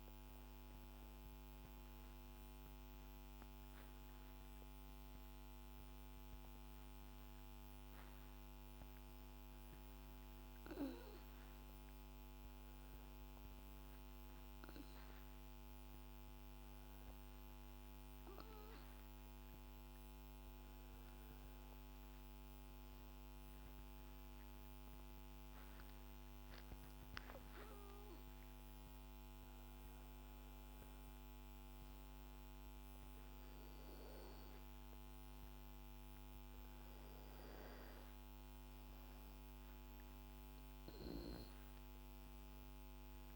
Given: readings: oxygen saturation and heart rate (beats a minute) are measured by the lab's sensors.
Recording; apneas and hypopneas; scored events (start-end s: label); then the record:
breathing in sleep, hard to hear, by a microphone on the trachea; none
27.00-31.00 s: arousal
From the record:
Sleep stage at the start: N2 (light sleep); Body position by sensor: on the back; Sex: female